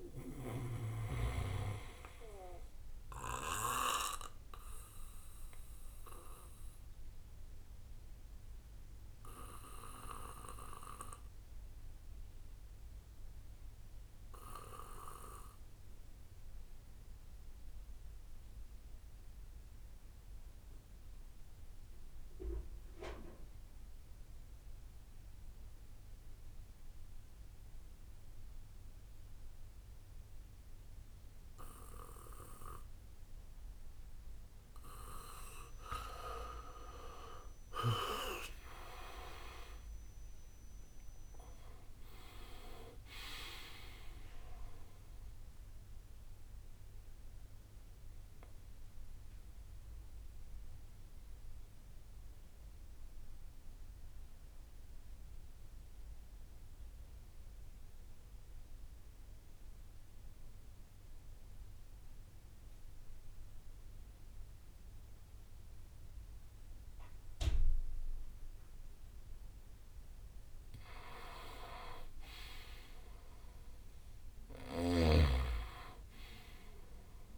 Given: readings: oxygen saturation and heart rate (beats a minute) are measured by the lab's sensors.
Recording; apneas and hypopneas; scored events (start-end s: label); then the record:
breathing in sleep by a room microphone; 2
0.00-12.00 s: oxygen desaturation (device-marked, oxygen 89% lowest, heart rate 56 extreme)
1.00-4.00 s: bradycardia (device-marked, heart rate 65 before, 60 extreme)
6.00-34.50 s: obstructive apnea (oxygen 98% before, 88% lowest, heart rate 61 before, 51 extreme, up 21 after)
7.00-19.00 s: bradycardia (device-marked, heart rate 65 before, 56 extreme)
20.00-28.00 s: bradycardia (device-marked, heart rate 65 before, 58 extreme)
27.00-61.00 s: oxygen desaturation (device-marked, oxygen 98% before, 88% lowest, heart rate 58 before, 51 extreme)
36.00-38.00 s: long interval between heartbeats (device-marked, heart rate 59 before, 70 extreme)
37.00-42.00 s: arousal
38.00-48.00 s: drop in pulse transit time (device-marked, heart rate 61 before, 65 extreme)
46.00-65.00 s: bradycardia (device-marked, heart rate 65 before, 51 extreme)
46.50-69.50 s: obstructive apnea (oxygen 98% before, 87% lowest, heart rate 67 before, 51 extreme, up 8 after)
66.00-68.00 s: bradycardia (device-marked, heart rate 65 before, 59 extreme)
70.00-77.38 s: oxygen desaturation (device-marked, oxygen 99% before, 92% lowest, heart rate 55 before, 54 extreme)
71.50-75.50 s: arousal
74.50-77.38 s: snoring (device-marked)
From the record:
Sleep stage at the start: N2 (light sleep); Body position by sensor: on the back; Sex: male